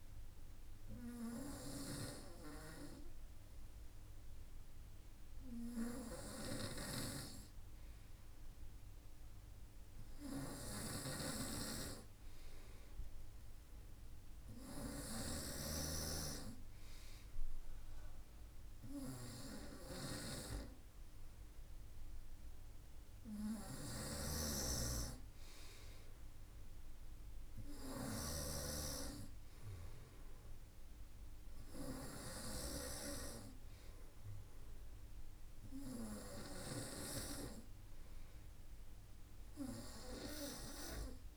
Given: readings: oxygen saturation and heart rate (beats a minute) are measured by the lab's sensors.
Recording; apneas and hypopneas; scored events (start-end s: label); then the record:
breathing in sleep by a room microphone; none
5.50-14.50 s: snoring (device-marked)
23.00-32.00 s: snoring (device-marked)
From the record:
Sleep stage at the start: N2 (light sleep); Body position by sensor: on the front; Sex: male